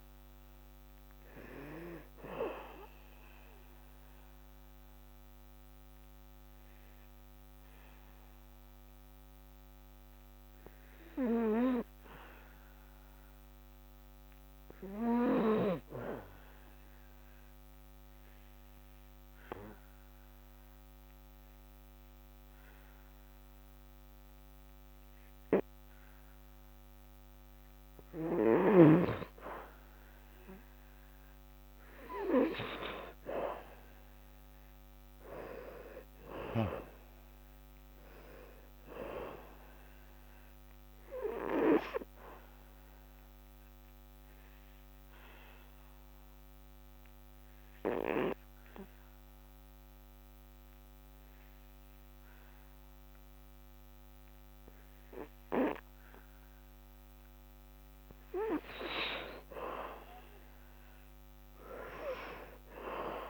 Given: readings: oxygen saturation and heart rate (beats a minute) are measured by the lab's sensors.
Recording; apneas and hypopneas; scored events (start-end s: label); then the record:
breathing in sleep by a microphone on the trachea; 2
0.00-20.50 s: oxygen desaturation (device-marked, oxygen 66% lowest, heart rate 55 extreme)
17.00-29.00 s: obstructive apnea (oxygen 84% before, 66% lowest, heart rate 82 before, 60 extreme, up 16 after)
25.50-61.50 s: oxygen desaturation (device-marked, oxygen 99% before, 81% lowest, heart rate 73 before, 59 extreme)
33.50-38.00 s: arousal
43.00-58.00 s: obstructive apnea (oxygen 99% before, 80% lowest, heart rate 69 before, 63 extreme, up 4 after)
59.50-62.50 s: arousal
From the record:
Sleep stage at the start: N2 (light sleep); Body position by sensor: on the back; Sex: male